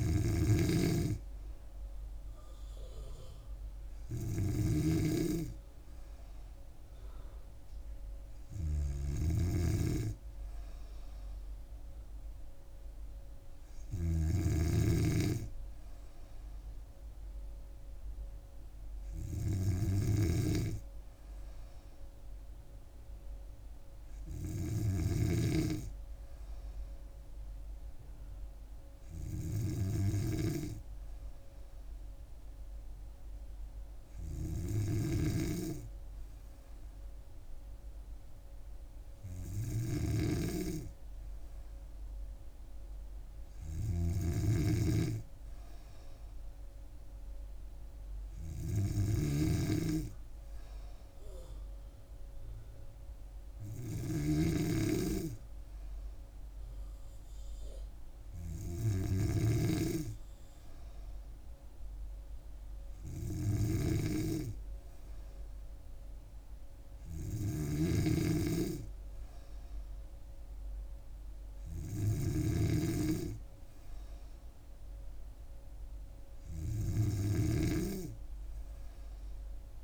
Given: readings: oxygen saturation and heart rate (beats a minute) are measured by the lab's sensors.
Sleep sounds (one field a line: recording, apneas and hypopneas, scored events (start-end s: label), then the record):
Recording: breathing in sleep by a room microphone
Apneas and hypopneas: none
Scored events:
0.00-79.84 s: snoring (device-marked)
52.00-79.84 s: new sleep stage, N3 (deep sleep)
From the record:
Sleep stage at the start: N2 (light sleep)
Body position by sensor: on the back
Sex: female